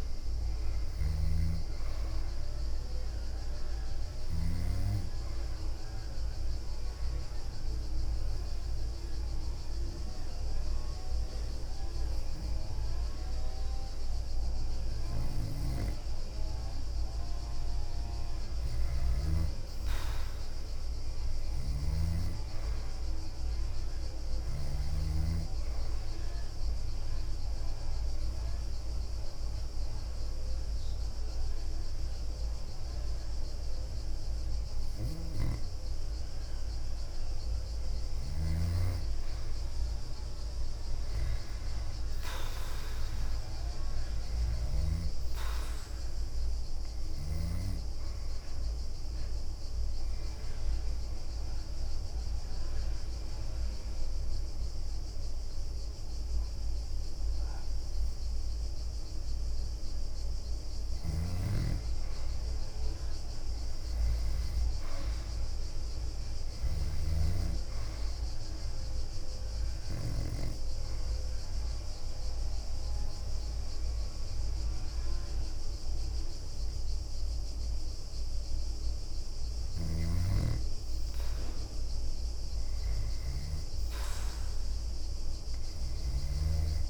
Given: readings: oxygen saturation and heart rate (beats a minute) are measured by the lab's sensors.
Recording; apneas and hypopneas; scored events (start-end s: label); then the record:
breathing in sleep by a room microphone; 4
0.00-1.00 s: arousal
0.00-4.50 s: leg movement (device-marked)
1.00-4.50 s: snoring (device-marked)
4.50-16.50 s: oxygen desaturation (device-marked, oxygen 95% before, 90% lowest, heart rate 68 before, 60 extreme)
6.00-16.50 s: obstructive apnea (oxygen 95% before, 90% lowest, heart rate 68 before, 60 extreme, up 9 after)
8.50-16.00 s: leg movement (device-marked)
17.50-25.50 s: leg movement (device-marked)
19.00-21.50 s: arousal
21.50-25.00 s: snoring (device-marked)
26.50-37.00 s: obstructive apnea (oxygen 96% before, 91% lowest, heart rate 65 before, 57 extreme, up 5 after)
28.50-35.00 s: leg movement (device-marked)
37.00-43.50 s: leg movement (device-marked)
41.00-44.00 s: arousal
47.00-54.00 s: leg movement (device-marked)
48.50-61.50 s: oxygen desaturation (device-marked, oxygen 95% before, 91% lowest, heart rate 67 before, 57 extreme)
49.50-55.50 s: bradycardia (device-marked, heart rate 67 before, 57 extreme)
49.50-59.50 s: obstructive apnea (oxygen 96% before, 91% lowest, heart rate 67 before, 58 extreme, up 11 after)
57.50-64.50 s: leg movement (device-marked)
60.50-67.00 s: snoring (device-marked)
63.00-66.00 s: arousal
67.00-74.00 s: leg movement (device-marked)
67.50-83.50 s: oxygen desaturation (device-marked, oxygen 97% before, 92% lowest, heart rate 62 before, 58 extreme)
69.50-79.50 s: obstructive apnea (oxygen 97% before, 90% lowest, heart rate 62 before, 58 extreme, up 8 after)
74.50-76.50 s: bradycardia (device-marked, heart rate 66 before, 62 extreme)
77.00-86.00 s: leg movement (device-marked)
82.50-86.50 s: arousal
From the record:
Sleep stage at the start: N2 (light sleep); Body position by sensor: on the back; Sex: female